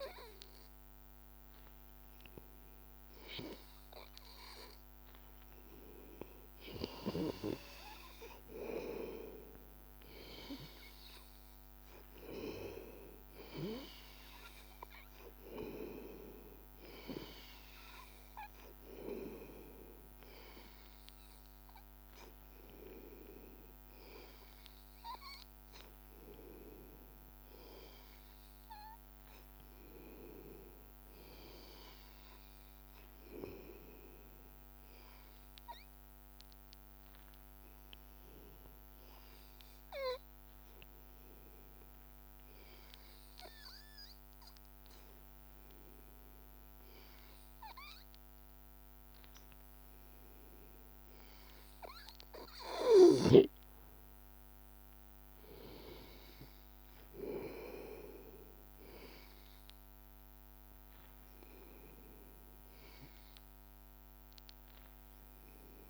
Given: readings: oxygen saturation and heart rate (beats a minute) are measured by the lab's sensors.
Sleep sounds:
breathing in sleep by a microphone on the trachea; 1
22.00-26.50 s: arousal
33.00-50.00 s: hypopnea (oxygen 97% before, 93% lowest, heart rate 84 before, 82 extreme, up 0 after)
51.50-55.50 s: arousal
From the record:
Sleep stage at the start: N2 (light sleep); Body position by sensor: on the back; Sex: male

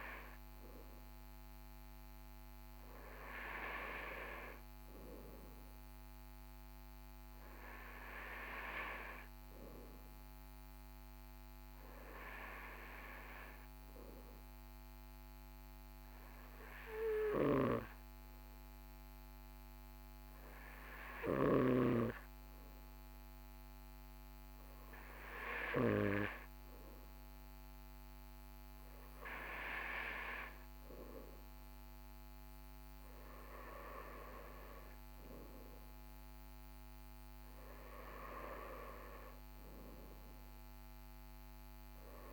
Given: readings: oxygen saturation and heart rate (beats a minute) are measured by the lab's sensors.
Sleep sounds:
breathing in sleep by a microphone on the trachea; none
none scored
From the record:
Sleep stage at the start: N2 (light sleep); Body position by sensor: on the right side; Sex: male

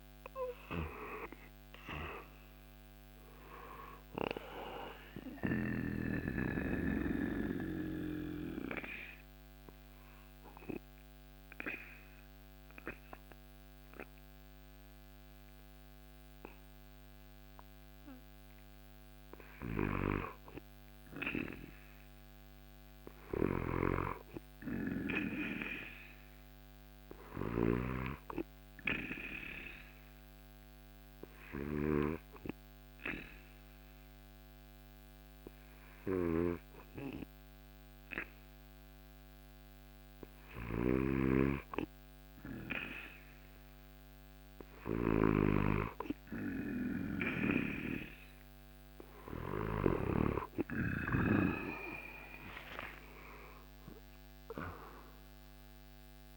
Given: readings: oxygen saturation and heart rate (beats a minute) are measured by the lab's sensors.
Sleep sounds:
breathing in sleep by a microphone on the trachea; 2
0.00-8.00 s: drop in pulse transit time (device-marked, heart rate 63 extreme)
0.00-23.00 s: oxygen desaturation (device-marked, oxygen 97% before, 89% lowest, heart rate 63 before, 58 extreme)
4.50-19.50 s: central apnea (oxygen 97% before, 88% lowest, heart rate 66 before, 58 extreme, up 9 after)
21.50-25.00 s: arousal
29.00-42.50 s: central apnea (oxygen 98% before, 88% lowest, heart rate 64 before, 59 extreme, up 5 after)
34.00-43.00 s: oxygen desaturation (device-marked, oxygen 98% before, 91% lowest, heart rate 65 before, 59 extreme)
40.50-50.00 s: snoring (device-marked)
46.50-51.00 s: arousal
51.00-56.37 s: oxygen desaturation (device-marked, oxygen 94% before, 88% lowest, heart rate 62 before, 52 extreme)
52.00-56.37 s: drop in pulse transit time (device-marked, heart rate 62 before, 62 extreme)
From the record:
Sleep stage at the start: N2 (light sleep); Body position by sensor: on the back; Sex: male

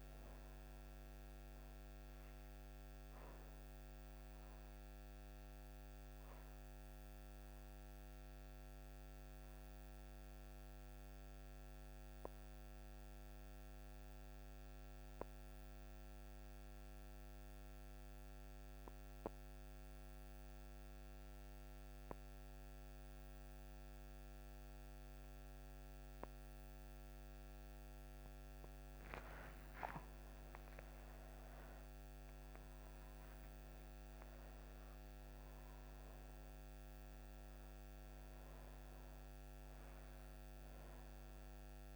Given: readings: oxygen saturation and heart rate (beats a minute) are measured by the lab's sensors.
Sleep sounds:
breathing in sleep, hard to hear, by a microphone on the trachea; 1
0.00-16.00 s: oxygen desaturation (device-marked, oxygen 86% lowest)
3.00-27.00 s: obstructive apnea (oxygen 98% before, 86% lowest)
29.00-32.50 s: arousal
32.00-41.96 s: oxygen desaturation (device-marked, oxygen 98% before, 87% lowest)
From the record:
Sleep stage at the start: N2 (light sleep); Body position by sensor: on the back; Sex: female

